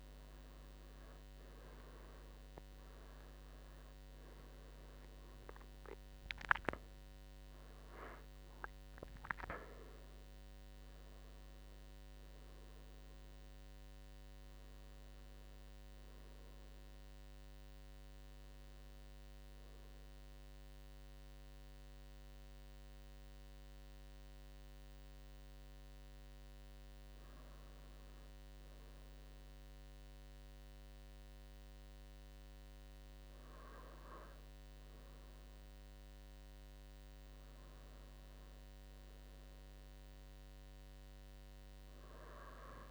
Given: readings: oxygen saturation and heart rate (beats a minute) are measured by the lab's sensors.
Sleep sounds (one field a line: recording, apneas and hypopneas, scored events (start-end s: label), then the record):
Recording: breathing in sleep by a microphone on the trachea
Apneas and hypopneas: none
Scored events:
5.50-9.00 s: arousal
From the record:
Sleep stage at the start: N2 (light sleep)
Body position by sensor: on the right side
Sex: male